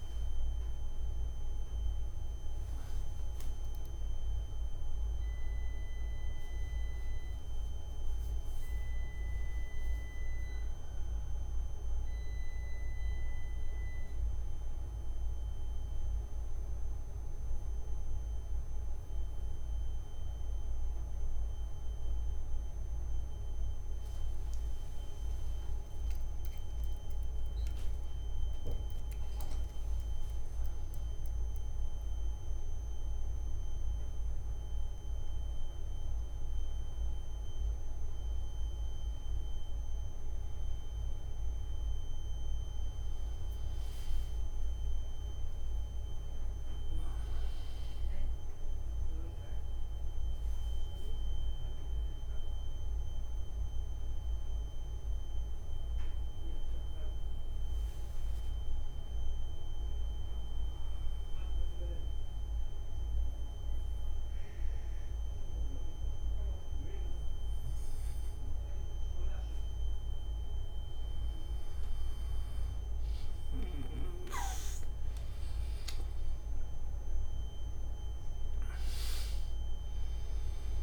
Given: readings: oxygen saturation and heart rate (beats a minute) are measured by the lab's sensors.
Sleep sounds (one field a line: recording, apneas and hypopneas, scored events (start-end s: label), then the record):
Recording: breathing in sleep, hard to hear, by a room microphone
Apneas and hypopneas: 1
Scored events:
60.00-71.50 s: obstructive apnea (oxygen 97% before, 93% lowest, heart rate 78 before, 45 extreme, up 25 after)
76.50-80.83 s: oxygen desaturation (device-marked, oxygen 97% before, 93% lowest, heart rate 58 before, 27 extreme)
From the record:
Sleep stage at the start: N3 (deep sleep)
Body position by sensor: on the back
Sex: male